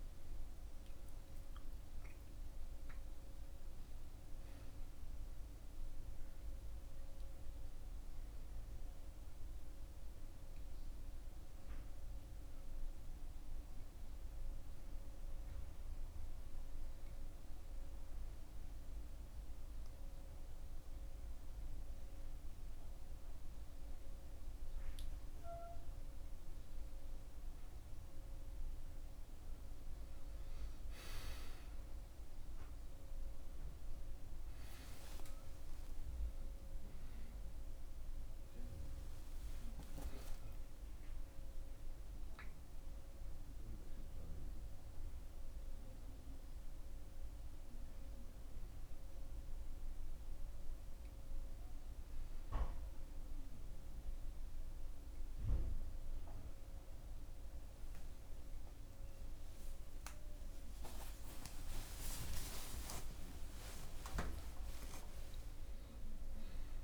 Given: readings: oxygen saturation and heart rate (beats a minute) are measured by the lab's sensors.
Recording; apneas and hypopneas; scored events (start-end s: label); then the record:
breathing in sleep by a room microphone; 1
18.00-29.00 s: hypopnea (oxygen 97% before, 92% lowest)
35.00-41.50 s: arousal
39.50-58.50 s: oxygen desaturation (device-marked, oxygen 95% before, 92% lowest)
51.50-66.84 s: new sleep stage, N1 (lightest sleep)
59.50-66.00 s: arousal
From the record:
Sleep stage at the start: N2 (light sleep); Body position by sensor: on the back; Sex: male